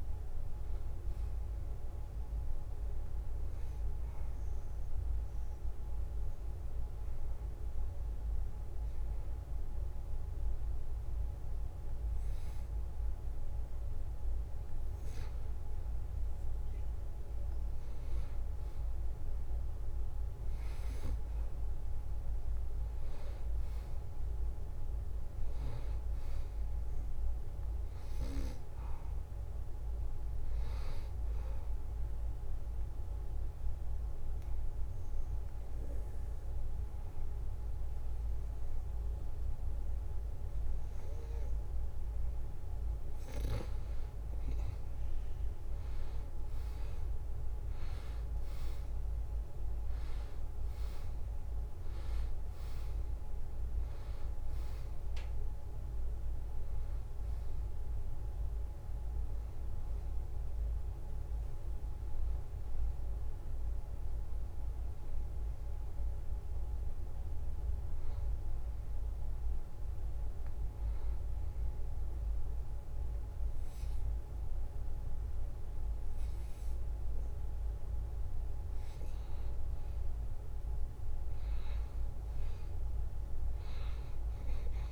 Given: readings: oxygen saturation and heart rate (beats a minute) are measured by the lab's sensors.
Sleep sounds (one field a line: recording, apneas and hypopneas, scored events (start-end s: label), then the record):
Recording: breathing in sleep, hard to hear, by a room microphone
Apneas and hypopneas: 3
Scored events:
0.00-6.50 s: oxygen desaturation (device-marked, oxygen 89% lowest, heart rate 69 extreme)
3.00-15.00 s: hypopnea (oxygen 95% before, 88% lowest, heart rate 74 before, 69 extreme, up 2 after)
18.00-22.00 s: arousal
23.50-38.50 s: oxygen desaturation (device-marked, oxygen 94% before, 91% lowest, heart rate 71 before, 71 extreme)
32.00-43.50 s: obstructive apnea (oxygen 94% before, 88% lowest, heart rate 71 before, 71 extreme, up 0 after)
47.50-51.50 s: arousal
52.50-68.50 s: oxygen desaturation (device-marked, oxygen 93% before, 88% lowest, heart rate 71 before, 71 extreme)
67.00-79.00 s: hypopnea (oxygen 93% before, 90% lowest, heart rate 73 before, 71 extreme, up 0 after)
From the record:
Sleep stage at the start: N2 (light sleep)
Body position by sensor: on the back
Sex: male